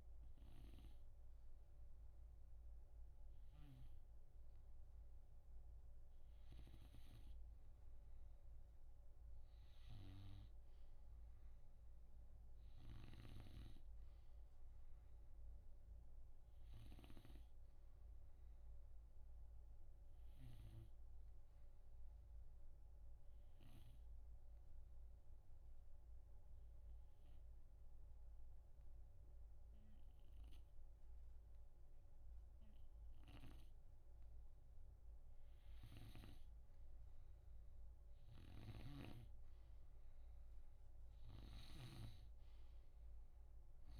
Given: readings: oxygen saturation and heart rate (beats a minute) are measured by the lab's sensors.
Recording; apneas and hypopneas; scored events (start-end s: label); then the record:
breathing in sleep by a room microphone; 1
21.00-35.00 s: obstructive apnea
33.00-36.50 s: snoring (device-marked)
38.50-42.00 s: snoring (device-marked)
41.00-44.00 s: arousal
From the record:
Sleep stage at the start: N2 (light sleep); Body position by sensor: on the right side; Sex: male